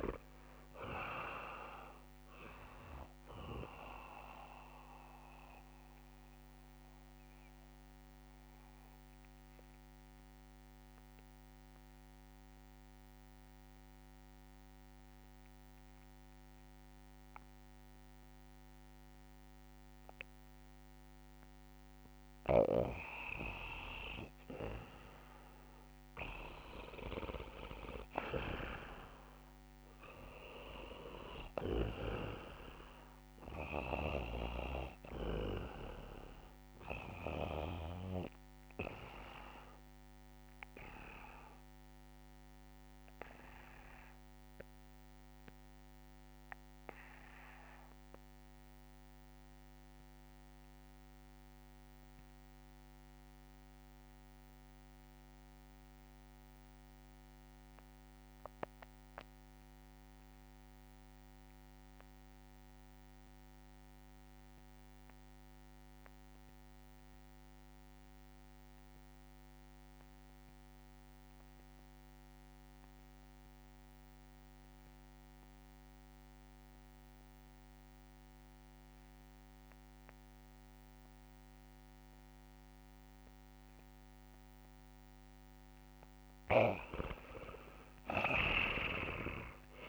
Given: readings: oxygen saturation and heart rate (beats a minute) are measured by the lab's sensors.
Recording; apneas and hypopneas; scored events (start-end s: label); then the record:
breathing in sleep by a microphone on the trachea; 2
0.00-14.00 s: oxygen desaturation (device-marked, oxygen 70% lowest)
5.00-25.00 s: mixed apnea (oxygen 83% before, 70% lowest)
22.00-31.50 s: snoring (device-marked)
26.50-30.50 s: arousal
29.00-49.00 s: oxygen desaturation (device-marked, oxygen 99% before, 87% lowest)
33.50-37.50 s: snoring (device-marked)
37.00-85.50 s: obstructive apnea (oxygen 100% before, 74% lowest)
67.00-89.89 s: oxygen desaturation (device-marked, oxygen 96% before, 74% lowest)
87.00-89.89 s: arousal
From the record:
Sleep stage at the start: REM sleep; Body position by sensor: on the back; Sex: male